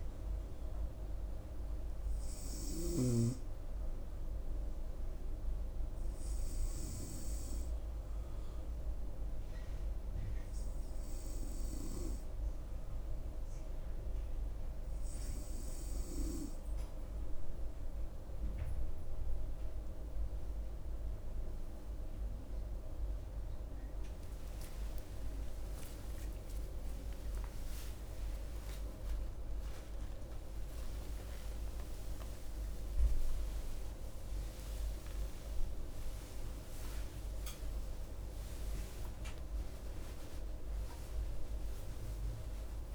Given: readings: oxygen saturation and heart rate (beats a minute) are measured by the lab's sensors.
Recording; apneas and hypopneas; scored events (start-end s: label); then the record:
a person awake in a sleep study, hard to hear, by a room microphone; 1
0.00-3.50 s: snoring (device-marked)
10.00-23.50 s: hypopnea (oxygen 98% before, 94% lowest, heart rate 69 before, 65 extreme, up 21 after)
12.00-42.95 s: new sleep stage, awake
From the record:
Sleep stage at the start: N2 (light sleep); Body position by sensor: on the right side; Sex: female